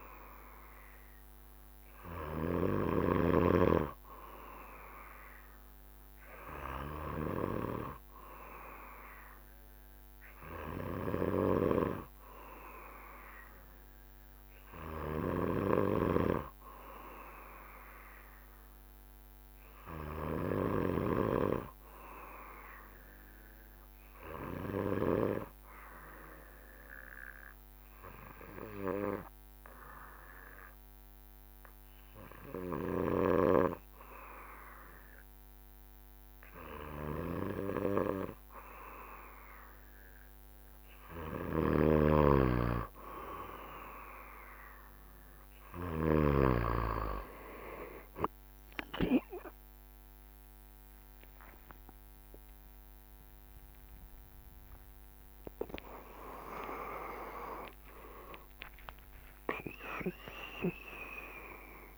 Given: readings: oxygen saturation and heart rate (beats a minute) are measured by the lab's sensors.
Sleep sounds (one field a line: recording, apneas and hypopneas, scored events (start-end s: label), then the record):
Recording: a person partly awake in a sleep study, by a microphone on the trachea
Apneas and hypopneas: 1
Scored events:
14.00-17.00 s: arousal
20.00-40.00 s: obstructive apnea (oxygen 96% before, 93% lowest, heart rate 66 before, 57 extreme, up 0 after)
41.50-46.50 s: snoring (device-marked)
45.00-61.97 s: new sleep stage, awake
46.00-48.00 s: bradycardia (device-marked, heart rate 67 before, 65 extreme)
48.00-50.00 s: long interval between heartbeats (device-marked, heart rate 66 before, 57 extreme)
50.00-61.97 s: drop in pulse transit time (device-marked, heart rate 65 before, 58 extreme)
52.00-54.00 s: long interval between heartbeats (device-marked, heart rate 65 before, 71 extreme)
53.00-61.97 s: tachycardia (device-marked, heart rate 67 before, 134 extreme)
54.00-56.00 s: long interval between heartbeats (device-marked, heart rate 66 before, 89 extreme)
58.50-60.50 s: long interval between heartbeats (device-marked, heart rate 72 before, 114 extreme)
From the record:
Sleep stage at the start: N2 (light sleep)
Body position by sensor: on the back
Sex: male